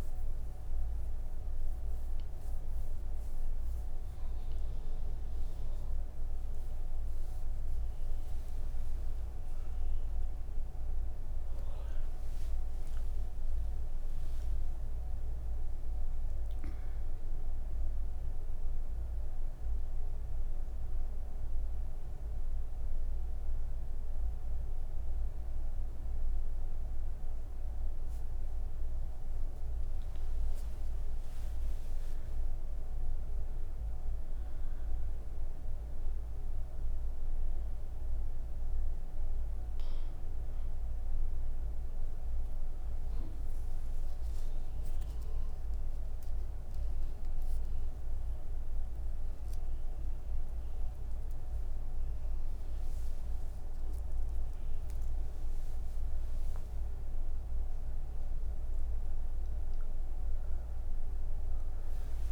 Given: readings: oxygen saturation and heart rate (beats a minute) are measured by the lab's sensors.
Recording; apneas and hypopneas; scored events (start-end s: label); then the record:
breathing in sleep, hard to hear, by a room microphone; none
none scored
From the record:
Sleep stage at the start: N3 (deep sleep); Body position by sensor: on the right side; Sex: female